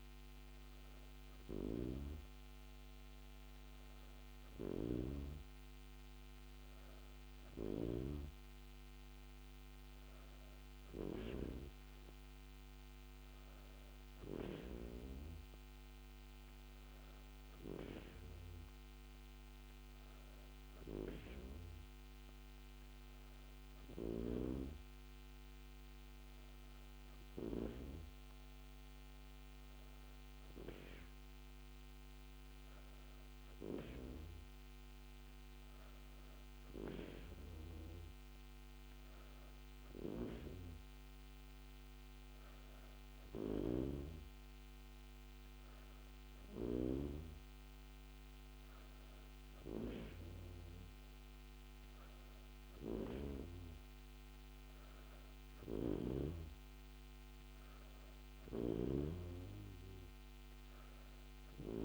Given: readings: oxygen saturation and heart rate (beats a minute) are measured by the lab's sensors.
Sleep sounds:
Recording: breathing in sleep by a microphone on the trachea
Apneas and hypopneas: none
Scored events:
none scored
From the record:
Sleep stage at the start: N2 (light sleep)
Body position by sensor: on the back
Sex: female

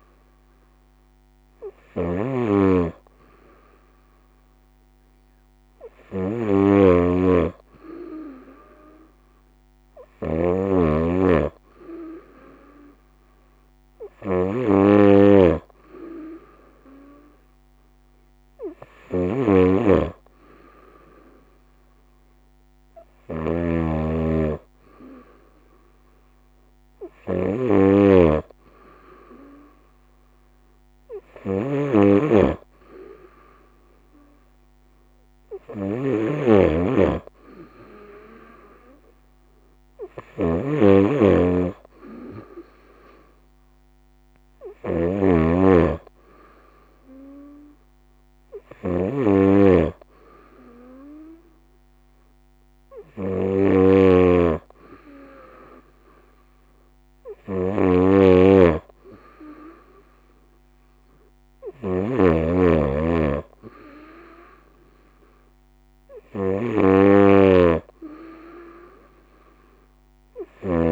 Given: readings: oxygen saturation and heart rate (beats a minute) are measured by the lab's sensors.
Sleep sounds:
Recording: breathing in sleep by a microphone on the trachea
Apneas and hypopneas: none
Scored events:
0.00-70.92 s: snoring (device-marked)
From the record:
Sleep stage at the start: N2 (light sleep)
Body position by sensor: on the right side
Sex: female

